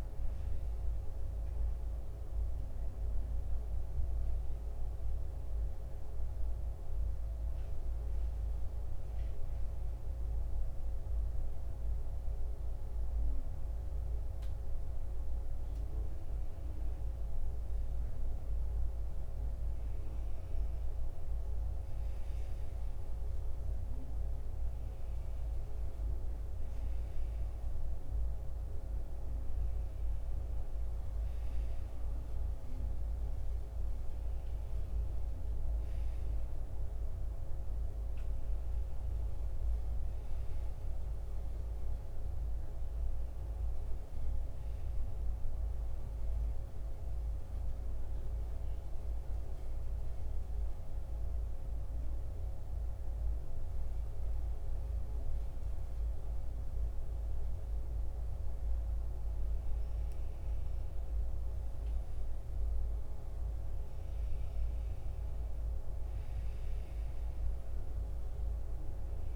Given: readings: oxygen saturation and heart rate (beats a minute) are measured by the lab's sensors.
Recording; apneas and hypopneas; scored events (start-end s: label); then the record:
breathing in sleep, hard to hear, by a room microphone; 2
6.50-16.50 s: obstructive apnea (oxygen 93% before, 90% lowest, heart rate 81 before, 73 extreme, up 10 after)
18.50-22.00 s: arousal
26.00-45.00 s: oxygen desaturation (device-marked, oxygen 93% before, 90% lowest, heart rate 77 before, 73 extreme)
42.50-46.00 s: arousal
48.00-58.00 s: central apnea (oxygen 93% before, 88% lowest, heart rate 82 before, 73 extreme, up 9 after)
60.50-65.00 s: arousal
68.00-69.36 s: oxygen desaturation (device-marked, oxygen 93% before, 88% lowest, heart rate 77 before, 72 extreme)
From the record:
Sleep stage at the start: N2 (light sleep); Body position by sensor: on the back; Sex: male